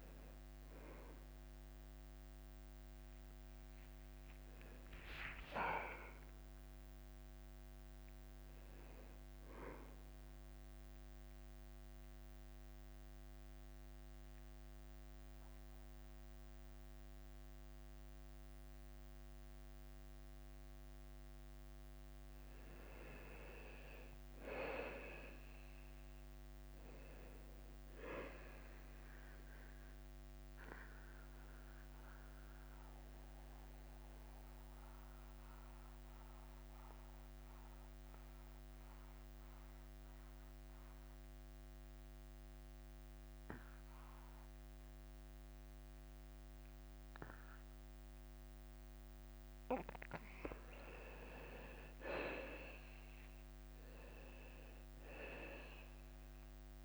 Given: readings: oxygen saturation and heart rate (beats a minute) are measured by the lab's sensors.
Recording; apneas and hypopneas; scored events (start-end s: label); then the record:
breathing in sleep by a microphone on the trachea; 2
0.00-8.50 s: drop in pulse transit time (device-marked, heart rate 95 extreme)
0.00-20.50 s: oxygen desaturation (device-marked, oxygen 89% lowest, heart rate 88 extreme)
6.50-10.00 s: arousal
12.00-23.50 s: central apnea (oxygen 96% before, 87% lowest, heart rate 98 before, 88 extreme, up 1 after)
25.00-28.00 s: arousal
30.50-51.50 s: mixed apnea (oxygen 97% before, 87% lowest, heart rate 93 before, 89 extreme, up 3 after)
34.50-46.50 s: oxygen desaturation (device-marked, oxygen 97% before, 90% lowest, heart rate 91 before, 89 extreme)
53.50-56.85 s: arousal
54.50-56.85 s: drop in pulse transit time (device-marked, heart rate 90 before, 89 extreme)
55.50-56.85 s: oxygen desaturation (device-marked, oxygen 97% before, 87% lowest, heart rate 90 before, 87 extreme)
From the record:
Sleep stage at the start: N2 (light sleep); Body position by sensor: on the back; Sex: male